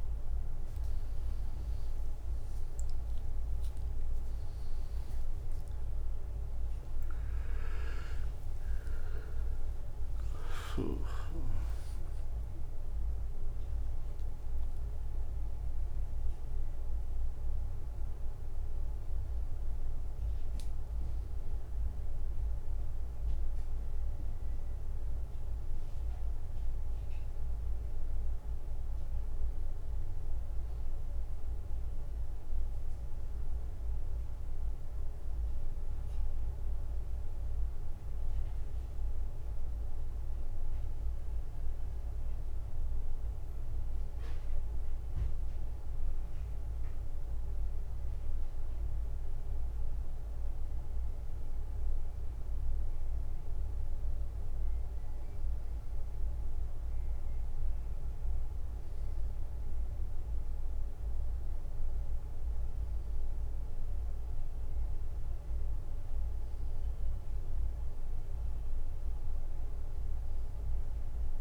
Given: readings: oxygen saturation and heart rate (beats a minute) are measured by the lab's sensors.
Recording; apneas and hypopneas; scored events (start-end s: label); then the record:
a person partly awake in a sleep study, hard to hear, by a room microphone; 1
10.50-24.50 s: drop in pulse transit time (device-marked, heart rate 79 before, 73 extreme)
25.50-71.41 s: new sleep stage, N1 (lightest sleep)
34.00-44.50 s: mixed apnea (oxygen 95% before, 92% lowest, heart rate 75 before, 77 extreme, up 0 after)
46.00-49.50 s: arousal
54.50-67.50 s: oxygen desaturation (device-marked, oxygen 97% before, 92% lowest, heart rate 77 before, 77 extreme)
From the record:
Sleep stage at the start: awake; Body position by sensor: on the right side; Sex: male